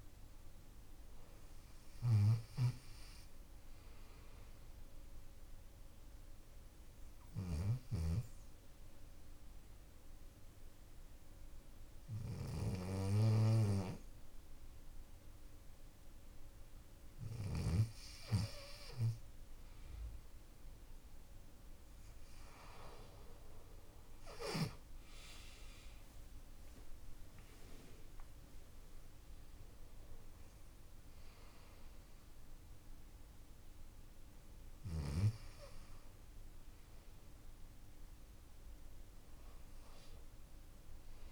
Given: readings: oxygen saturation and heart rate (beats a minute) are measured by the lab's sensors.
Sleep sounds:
breathing in sleep by a room microphone; 1
4.00-17.50 s: obstructive apnea (oxygen 95% before, 93% lowest, heart rate 136 before, 102 extreme, up 1 after)
11.50-17.00 s: snoring (device-marked)
21.00-27.00 s: arousal
From the record:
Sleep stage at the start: N2 (light sleep); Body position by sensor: on the left side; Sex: male

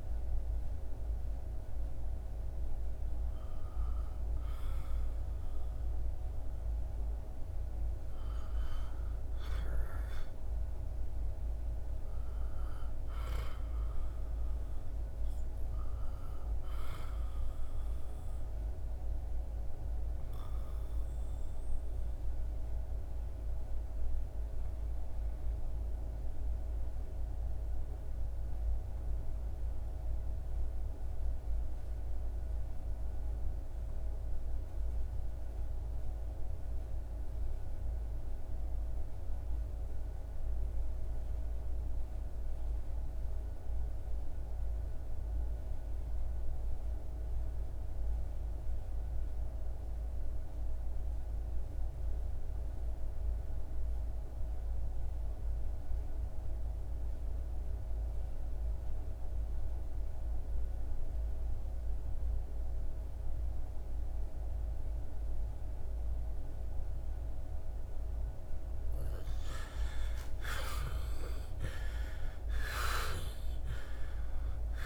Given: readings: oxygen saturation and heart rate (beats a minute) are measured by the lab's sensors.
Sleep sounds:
breathing in sleep, hard to hear, by a room microphone; 1
0.00-10.50 s: oxygen desaturation (device-marked, oxygen 73% lowest, heart rate 62 extreme)
18.00-67.50 s: obstructive apnea (oxygen 100% before, 65% lowest, heart rate 82 before, 61 extreme, up 36 after)
31.50-74.86 s: new sleep stage, REM sleep
33.50-74.86 s: oxygen desaturation (device-marked, oxygen 98% before, 65% lowest, heart rate 81 before, 61 extreme)
69.00-73.50 s: arousal
From the record:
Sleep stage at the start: N2 (light sleep); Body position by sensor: on the back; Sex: male

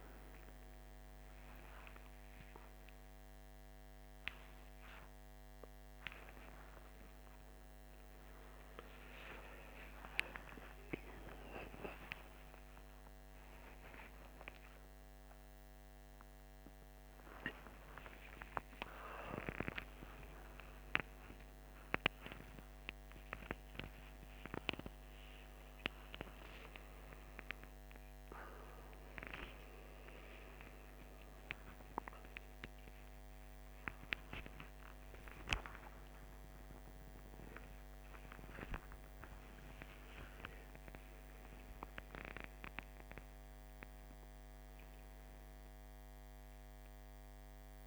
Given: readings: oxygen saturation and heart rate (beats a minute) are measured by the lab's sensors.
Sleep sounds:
a person awake in a sleep study, by a microphone on the trachea; none
none scored
From the record:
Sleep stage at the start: awake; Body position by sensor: on the front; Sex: male

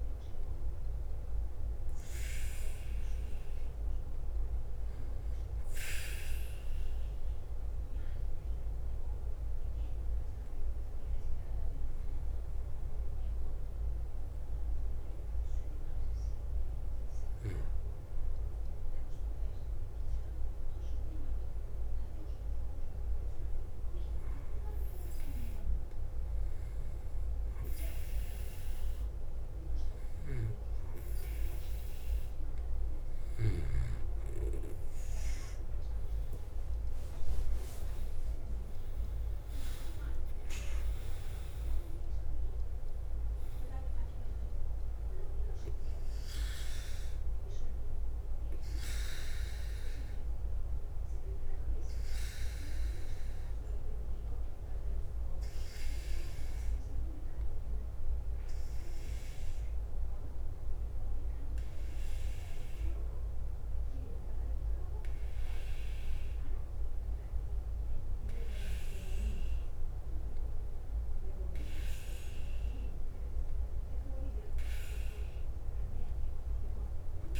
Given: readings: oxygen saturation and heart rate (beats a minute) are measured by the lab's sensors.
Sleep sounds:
breathing in sleep by a room microphone; 2
0.00-6.00 s: oxygen desaturation (device-marked, oxygen 93% lowest, heart rate 50 extreme)
0.00-38.00 s: bradycardia (device-marked, heart rate 44 extreme)
5.50-30.50 s: obstructive apnea (oxygen 98% before, 93% lowest, heart rate 52 before, 50 extreme, up 3 after)
36.00-40.50 s: arousal
40.00-42.00 s: bradycardia (device-marked, heart rate 52 before, 55 extreme)
43.00-77.40 s: bradycardia (device-marked, heart rate 52 before, 50 extreme)
52.00-70.50 s: hypopnea (oxygen 97% before, 93% lowest, heart rate 55 before, 51 extreme, up 1 after)
65.00-77.40 s: oxygen desaturation (device-marked, oxygen 96% before, 93% lowest, heart rate 53 before, 51 extreme)
74.00-77.40 s: arousal
From the record:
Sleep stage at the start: N2 (light sleep); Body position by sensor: on the back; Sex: male

